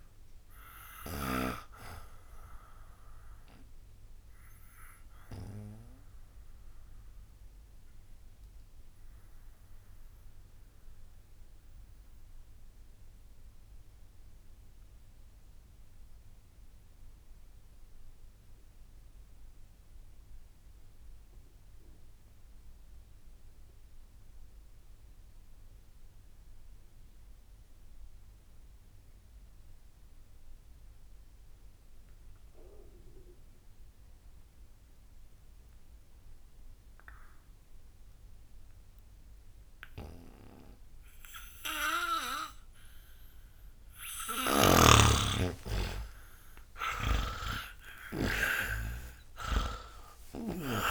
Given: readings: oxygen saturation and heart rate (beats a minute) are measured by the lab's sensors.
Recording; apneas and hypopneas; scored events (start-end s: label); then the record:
breathing in sleep by a room microphone; 1
0.00-21.50 s: oxygen desaturation (device-marked, oxygen 82% lowest, heart rate 58 extreme)
4.00-43.50 s: obstructive apnea (oxygen 97% before, 78% lowest, heart rate 68 before, 58 extreme)
39.50-50.91 s: oxygen desaturation (device-marked, oxygen 98% before, 78% lowest)
44.00-50.50 s: snoring (device-marked)
45.50-50.00 s: arousal
From the record:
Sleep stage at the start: N2 (light sleep); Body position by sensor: on the back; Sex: male